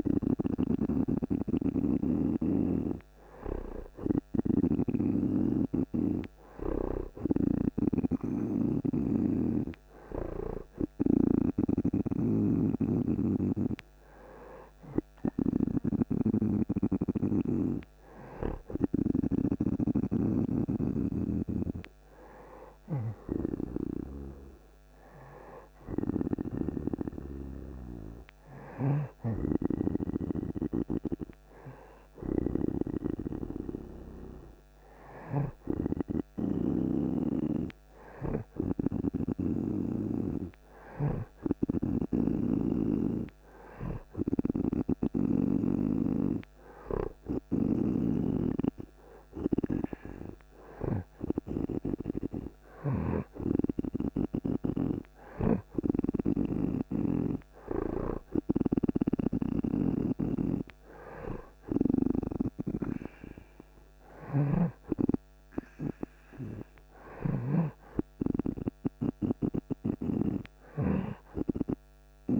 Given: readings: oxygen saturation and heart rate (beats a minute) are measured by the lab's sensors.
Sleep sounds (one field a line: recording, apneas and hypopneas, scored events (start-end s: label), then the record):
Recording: breathing in sleep by a microphone on the trachea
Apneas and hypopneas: none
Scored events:
2.50-9.00 s: snoring (device-marked)
11.00-19.50 s: snoring (device-marked)
39.00-45.50 s: snoring (device-marked)
47.50-53.00 s: snoring (device-marked)
52.00-72.40 s: new sleep stage, REM sleep
55.00-71.00 s: snoring (device-marked)
From the record:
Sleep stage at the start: N2 (light sleep)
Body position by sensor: on the right side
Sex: male